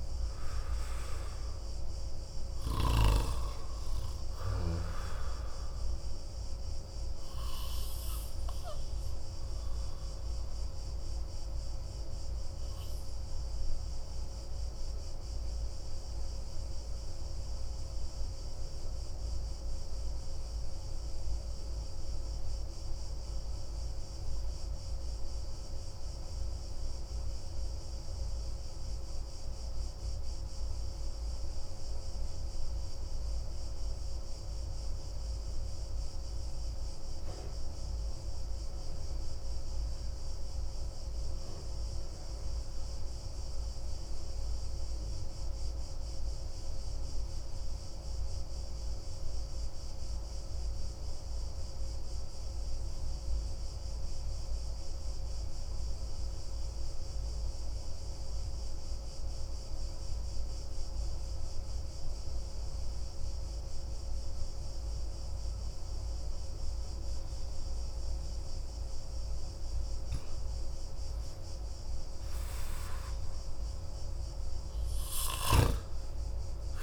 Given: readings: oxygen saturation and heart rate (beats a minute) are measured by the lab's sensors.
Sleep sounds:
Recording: breathing in sleep, hard to hear, by a room microphone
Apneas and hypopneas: 1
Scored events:
0.00-31.00 s: oxygen desaturation (device-marked, oxygen 86% lowest)
6.50-68.00 s: obstructive apnea (oxygen 96% before, 86% lowest)
57.00-76.83 s: oxygen desaturation (device-marked, oxygen 97% before, 90% lowest)
70.00-75.00 s: arousal
From the record:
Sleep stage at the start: N2 (light sleep)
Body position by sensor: on the back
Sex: male

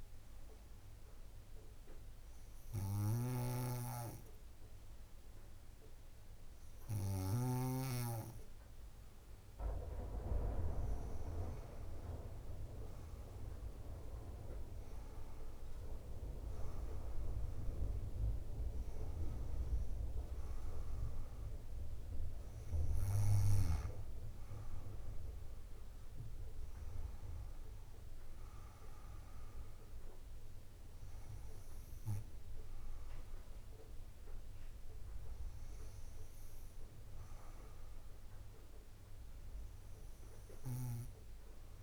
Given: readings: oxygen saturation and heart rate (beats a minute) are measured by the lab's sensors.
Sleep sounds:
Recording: breathing in sleep by a room microphone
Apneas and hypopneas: none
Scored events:
0.00-8.00 s: snoring (device-marked)
12.00-16.50 s: arousal
From the record:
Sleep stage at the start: N2 (light sleep)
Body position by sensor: on the back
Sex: female

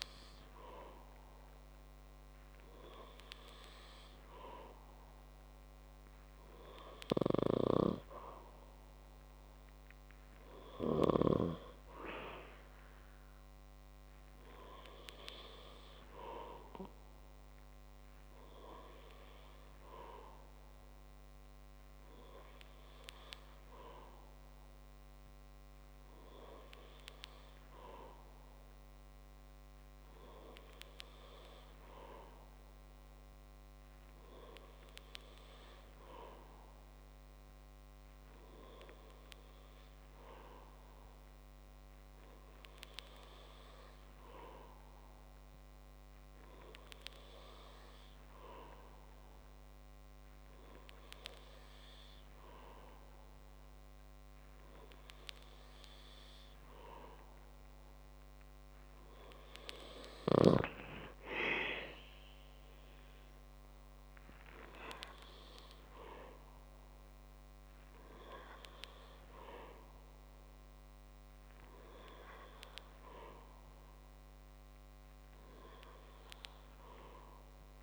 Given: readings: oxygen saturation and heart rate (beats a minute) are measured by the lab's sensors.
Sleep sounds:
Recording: breathing in sleep by a microphone on the trachea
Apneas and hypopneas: none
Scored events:
none scored
From the record:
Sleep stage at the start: N2 (light sleep)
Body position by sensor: on the back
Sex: male

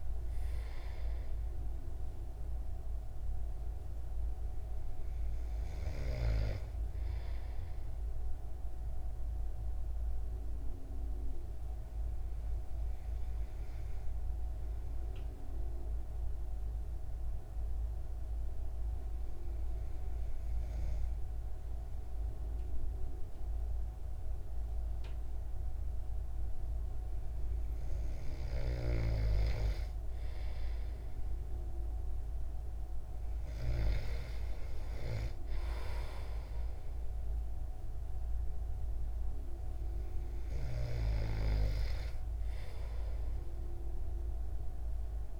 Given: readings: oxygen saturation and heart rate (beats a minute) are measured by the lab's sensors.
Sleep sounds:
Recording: breathing in sleep by a room microphone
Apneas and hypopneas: 1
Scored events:
0.00-13.50 s: oxygen desaturation (device-marked, oxygen 92% lowest, heart rate 66 extreme)
8.00-27.50 s: obstructive apnea (oxygen 97% before, 94% lowest, heart rate 80 before, 64 extreme, up 5 after)
30.50-34.00 s: arousal
From the record:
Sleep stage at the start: N2 (light sleep)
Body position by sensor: on the back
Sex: male

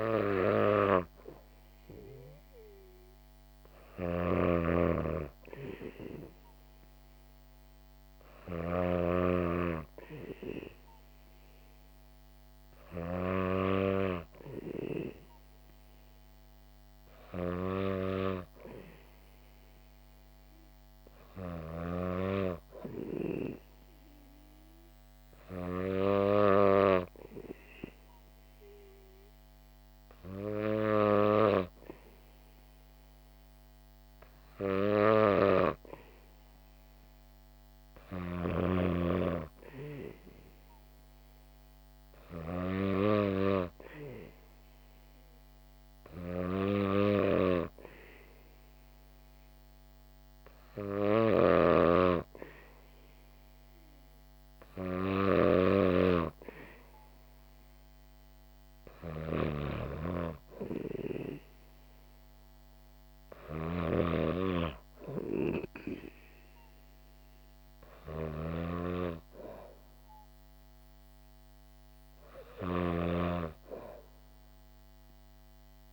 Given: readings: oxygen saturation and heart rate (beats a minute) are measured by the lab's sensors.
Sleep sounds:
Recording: breathing in sleep by a microphone on the trachea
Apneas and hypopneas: 2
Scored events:
4.00-13.50 s: snoring (device-marked)
25.00-36.00 s: hypopnea (oxygen 96% before, 94% lowest, heart rate 67 before, 66 extreme, up 3 after)
39.50-43.00 s: arousal
46.00-75.93 s: snoring (device-marked)
48.00-59.00 s: hypopnea (oxygen 96% before, 94% lowest, heart rate 67 before, 64 extreme, up 3 after)
61.00-64.00 s: arousal
From the record:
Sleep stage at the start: N2 (light sleep)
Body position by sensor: on the back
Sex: female

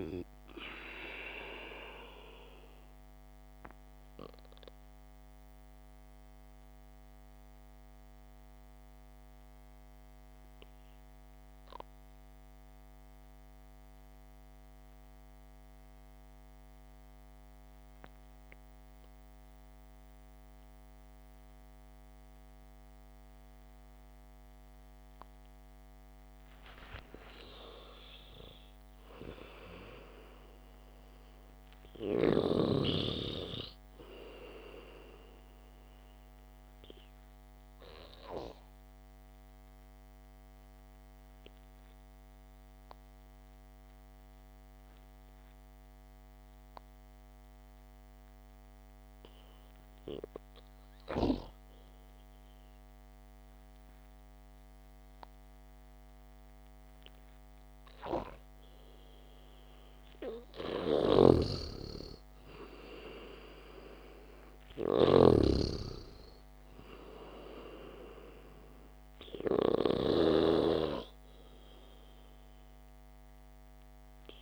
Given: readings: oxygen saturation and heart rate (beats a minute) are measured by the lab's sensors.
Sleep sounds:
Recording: breathing in sleep by a microphone on the trachea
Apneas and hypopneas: 2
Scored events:
0.00-21.50 s: oxygen desaturation (device-marked, oxygen 87% lowest, heart rate 57 extreme)
4.00-27.00 s: mixed apnea (oxygen 99% before, 87% lowest, heart rate 59 before, 63 extreme, up 6 after)
28.00-31.50 s: arousal
39.00-59.50 s: obstructive apnea (oxygen 99% before, 91% lowest, heart rate 66 before, 60 extreme)
61.50-65.00 s: arousal
61.50-71.00 s: snoring (device-marked)
65.50-74.42 s: oxygen desaturation (device-marked, oxygen 97% before, 93% lowest, heart rate 67 before, 63 extreme)
From the record:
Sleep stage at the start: N2 (light sleep)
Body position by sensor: on the back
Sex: male

